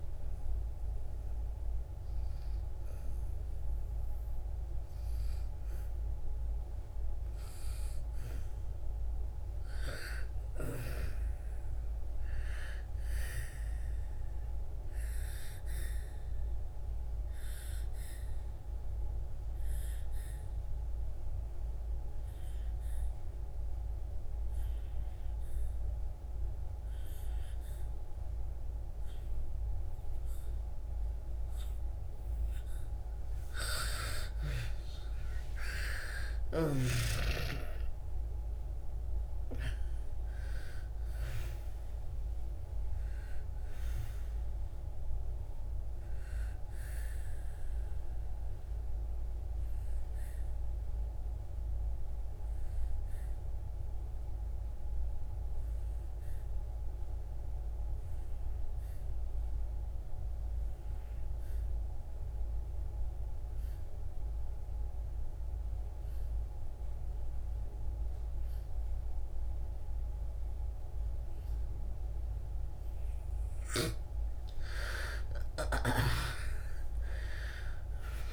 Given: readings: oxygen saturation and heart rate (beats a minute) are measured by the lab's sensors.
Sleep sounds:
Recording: breathing in sleep by a room microphone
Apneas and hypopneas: 2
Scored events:
0.00-7.50 s: oxygen desaturation (device-marked, oxygen 83% lowest, heart rate 64 extreme)
15.00-33.00 s: obstructive apnea (oxygen 98% before, 81% lowest, heart rate 68 before, 60 extreme, up 19 after)
34.50-40.00 s: arousal
34.50-59.50 s: oxygen desaturation (device-marked, oxygen 97% before, 84% lowest, heart rate 69 before, 60 extreme)
47.00-73.50 s: obstructive apnea (oxygen 97% before, 81% lowest, heart rate 73 before, 60 extreme, up 37 after)
65.50-78.33 s: oxygen desaturation (device-marked, oxygen 98% before, 81% lowest, heart rate 64 before, 61 extreme)
From the record:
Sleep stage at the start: N2 (light sleep)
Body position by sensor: on the back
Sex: female

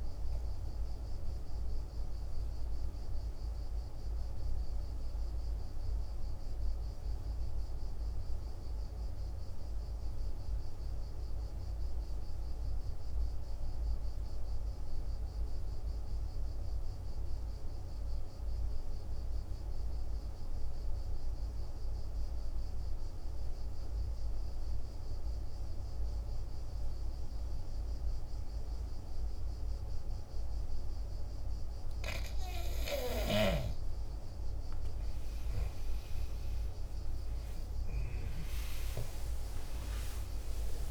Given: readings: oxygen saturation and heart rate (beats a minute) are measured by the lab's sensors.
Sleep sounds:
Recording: breathing in sleep, hard to hear, by a room microphone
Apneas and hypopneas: 1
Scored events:
0.00-9.00 s: oxygen desaturation (device-marked, oxygen 86% lowest, heart rate 48 extreme)
2.50-32.00 s: obstructive apnea (oxygen 98% before, 84% lowest, heart rate 57 before, 48 extreme, up 11 after)
26.00-40.91 s: oxygen desaturation (device-marked, oxygen 99% before, 84% lowest, heart rate 49 before, 48 extreme)
35.00-39.50 s: arousal
From the record:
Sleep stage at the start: N2 (light sleep)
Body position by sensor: on the back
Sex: male

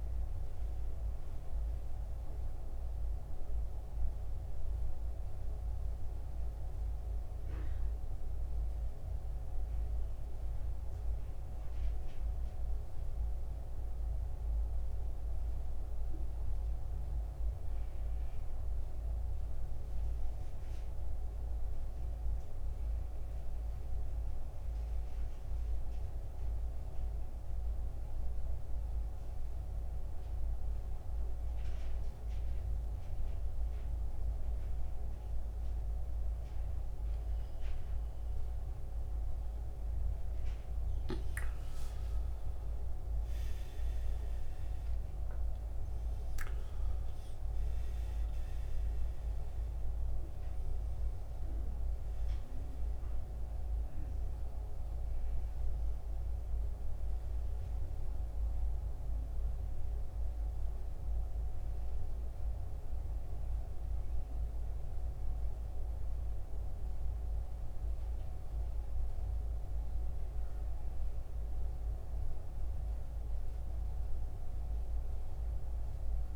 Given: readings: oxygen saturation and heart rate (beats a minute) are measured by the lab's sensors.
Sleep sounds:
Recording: breathing in sleep, hard to hear, by a room microphone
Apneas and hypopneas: 1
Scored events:
0.00-17.50 s: oxygen desaturation (device-marked, oxygen 88% lowest, heart rate 64 extreme)
9.00-12.00 s: arousal
15.00-39.50 s: mixed apnea (oxygen 93% before, 83% lowest, heart rate 73 before, 64 extreme, up 12 after)
32.50-76.36 s: oxygen desaturation (device-marked, oxygen 96% before, 83% lowest, heart rate 66 before, 63 extreme)
41.50-45.50 s: arousal
From the record:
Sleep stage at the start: N2 (light sleep)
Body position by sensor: on the back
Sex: male

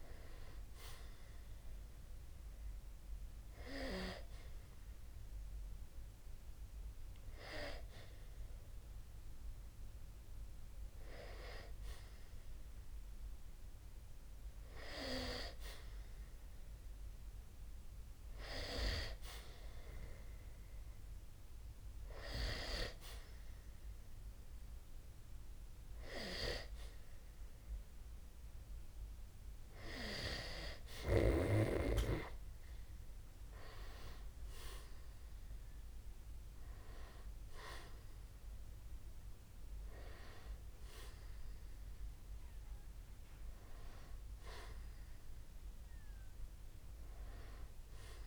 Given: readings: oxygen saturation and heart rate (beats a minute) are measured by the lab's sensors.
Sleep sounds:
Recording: breathing in sleep by a room microphone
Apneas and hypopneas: none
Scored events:
none scored
From the record:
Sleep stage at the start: N2 (light sleep)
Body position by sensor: on the back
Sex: male

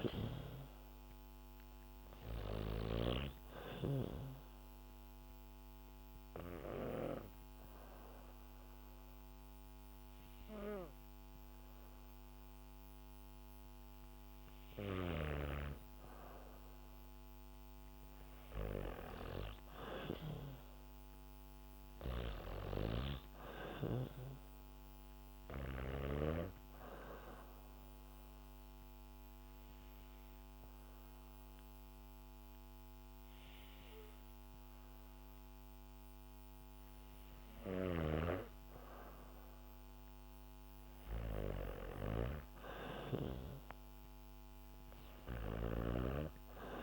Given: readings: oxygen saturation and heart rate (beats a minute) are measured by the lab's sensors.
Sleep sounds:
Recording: breathing in sleep by a microphone on the trachea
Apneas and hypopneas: 2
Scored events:
3.00-14.00 s: hypopnea (oxygen 97% before, 94% lowest, heart rate 66 before, 63 extreme, up 4 after)
3.00-16.00 s: oxygen desaturation (device-marked, oxygen 97% before, 94% lowest, heart rate 66 before, 63 extreme)
20.50-24.50 s: arousal
26.50-38.50 s: hypopnea (oxygen 97% before, 94% lowest, heart rate 68 before, 63 extreme, up 6 after)
37.00-46.83 s: snoring (device-marked)
41.00-45.00 s: arousal
From the record:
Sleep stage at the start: N2 (light sleep)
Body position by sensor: on the back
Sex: female

